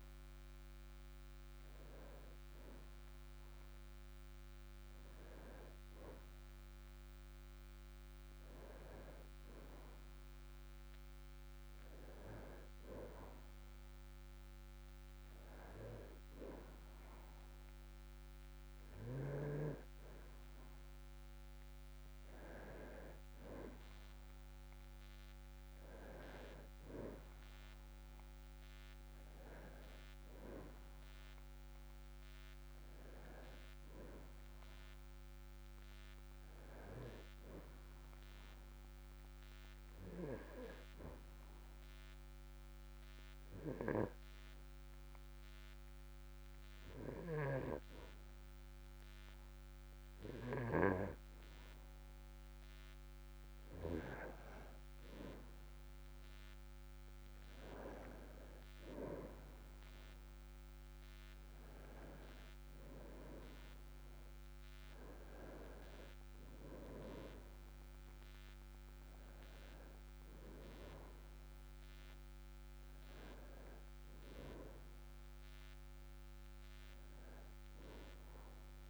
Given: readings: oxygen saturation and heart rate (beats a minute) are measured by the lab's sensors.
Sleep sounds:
breathing in sleep by a microphone on the trachea; 1
23.00-78.90 s: new sleep stage, N2 (light sleep)
40.00-53.50 s: obstructive apnea (oxygen 97% before, 95% lowest, heart rate 48 before, 44 extreme, up 9 after)
55.50-59.00 s: arousal
From the record:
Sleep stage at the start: N1 (lightest sleep); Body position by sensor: on the back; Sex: male

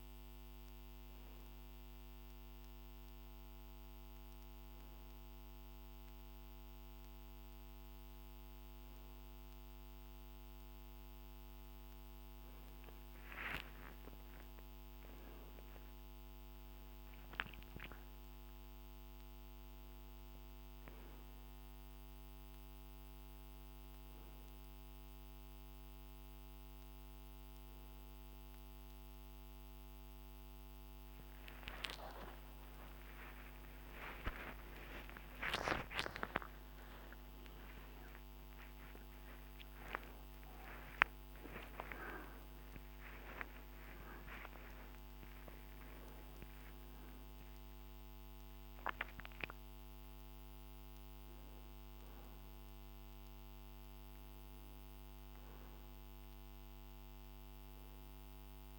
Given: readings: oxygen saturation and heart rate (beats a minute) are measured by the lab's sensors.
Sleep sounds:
a person awake in a sleep study, by a microphone on the trachea; none
none scored
From the record:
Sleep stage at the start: awake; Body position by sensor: on the back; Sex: male

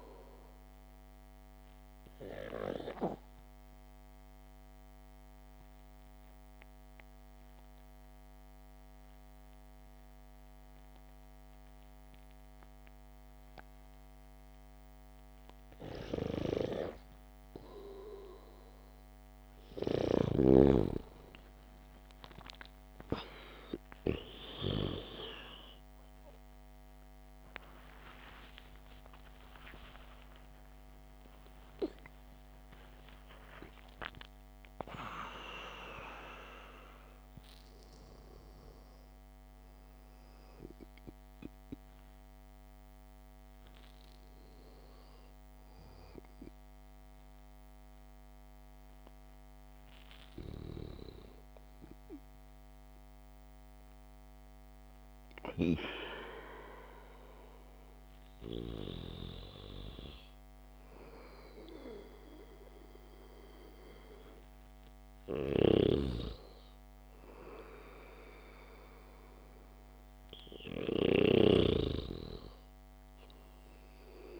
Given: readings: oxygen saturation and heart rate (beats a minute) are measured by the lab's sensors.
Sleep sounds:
breathing in sleep by a microphone on the trachea; 1
3.50-16.50 s: obstructive apnea (oxygen 98% before, 91% lowest, heart rate 67 before, 61 extreme, up 3 after)
4.50-21.50 s: oxygen desaturation (device-marked, oxygen 98% before, 91% lowest, heart rate 67 before, 61 extreme)
28.00-33.50 s: arousal
29.00-31.00 s: long interval between heartbeats (device-marked, heart rate 68 before, 95 extreme)
66.00-74.40 s: snoring (device-marked)
From the record:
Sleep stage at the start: REM sleep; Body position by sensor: on the back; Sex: male

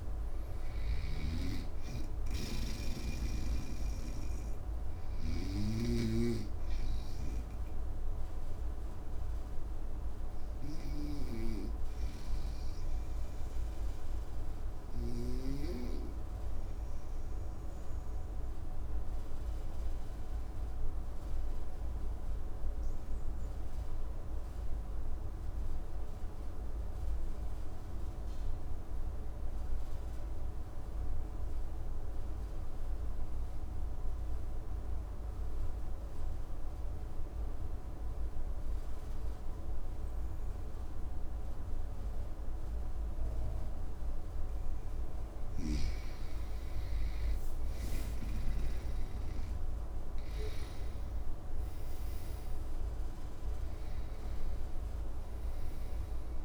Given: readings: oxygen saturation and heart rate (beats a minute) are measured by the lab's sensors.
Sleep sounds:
breathing in sleep by a room microphone; 1
0.50-5.00 s: snoring (device-marked)
6.50-43.50 s: obstructive apnea (oxygen 99% before, 91% lowest, heart rate 59 before, 54 extreme, up 11 after)
40.00-56.45 s: oxygen desaturation (device-marked, oxygen 99% before, 91% lowest, heart rate 55 before, 53 extreme)
45.50-50.50 s: arousal
From the record:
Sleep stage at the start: N2 (light sleep); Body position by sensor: on the right side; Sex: male

